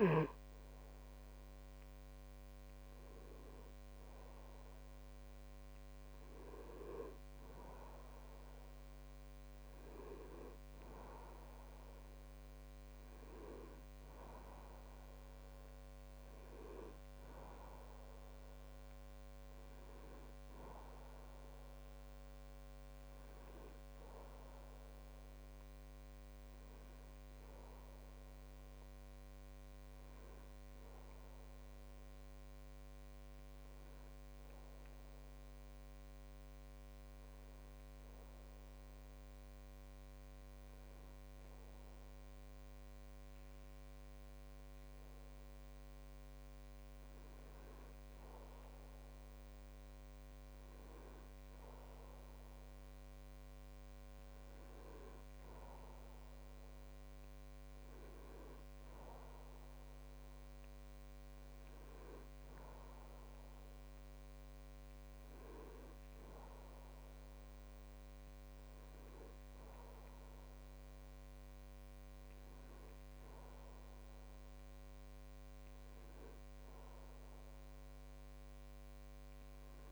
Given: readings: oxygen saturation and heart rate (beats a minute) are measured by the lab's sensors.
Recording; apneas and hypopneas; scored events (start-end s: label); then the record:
breathing in sleep by a microphone on the trachea; 1
4.00-9.00 s: arousal
34.00-47.00 s: hypopnea (oxygen 96% before, 96% lowest)
49.00-52.50 s: arousal
From the record:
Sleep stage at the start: N2 (light sleep); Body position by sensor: on the back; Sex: male